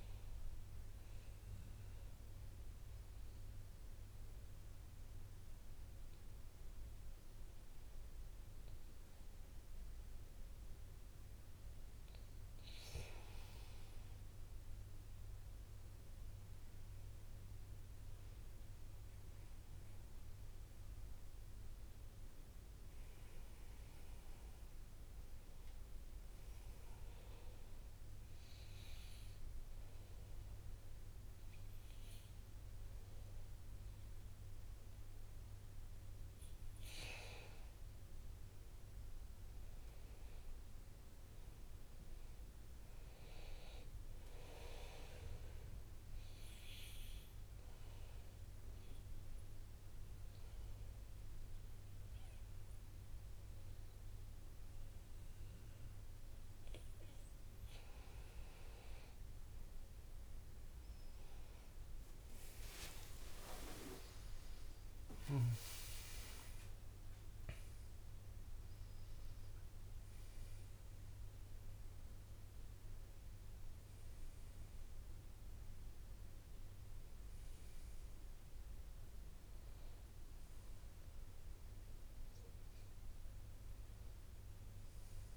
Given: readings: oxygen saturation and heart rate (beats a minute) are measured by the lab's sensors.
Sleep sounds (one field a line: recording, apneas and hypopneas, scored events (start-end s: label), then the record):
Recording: breathing in sleep by a room microphone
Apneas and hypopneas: 3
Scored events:
0.00-15.00 s: oxygen desaturation (device-marked, oxygen 94% lowest, heart rate 59 extreme)
4.00-14.00 s: obstructive apnea (oxygen 98% before, 93% lowest, heart rate 65 before, 60 extreme, up 2 after)
16.50-21.50 s: arousal
25.00-36.00 s: oxygen desaturation (device-marked, oxygen 99% before, 93% lowest, heart rate 61 before, 59 extreme)
29.00-39.00 s: hypopnea (oxygen 99% before, 93% lowest, heart rate 61 before, 59 extreme, up 7 after)
39.00-42.50 s: arousal
47.50-58.00 s: obstructive apnea (oxygen 99% before, 93% lowest, heart rate 63 before, 63 extreme, up 17 after)
59.50-64.50 s: arousal
63.50-65.50 s: long interval between heartbeats (device-marked, heart rate 63 before, 72 extreme)
66.00-84.00 s: oxygen desaturation (device-marked, oxygen 97% before, 93% lowest, heart rate 65 before, 59 extreme)
From the record:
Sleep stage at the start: N2 (light sleep)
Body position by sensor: on the back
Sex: male